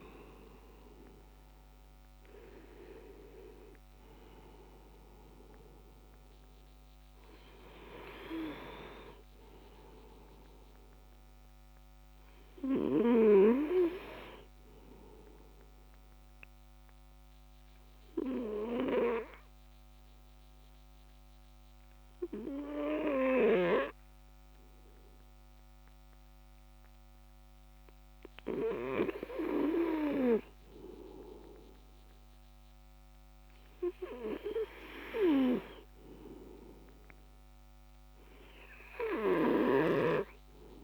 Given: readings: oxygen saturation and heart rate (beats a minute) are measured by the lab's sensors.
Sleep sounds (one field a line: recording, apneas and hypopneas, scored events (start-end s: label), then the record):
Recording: breathing in sleep by a microphone on the trachea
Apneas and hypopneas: 1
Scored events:
0.00-26.00 s: oxygen desaturation (device-marked, oxygen 91% lowest, heart rate 49 extreme)
16.50-29.50 s: obstructive apnea (oxygen 96% before, 91% lowest, heart rate 72 before, 49 extreme)
31.50-36.50 s: arousal
From the record:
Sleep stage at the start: N2 (light sleep)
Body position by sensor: on the back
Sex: male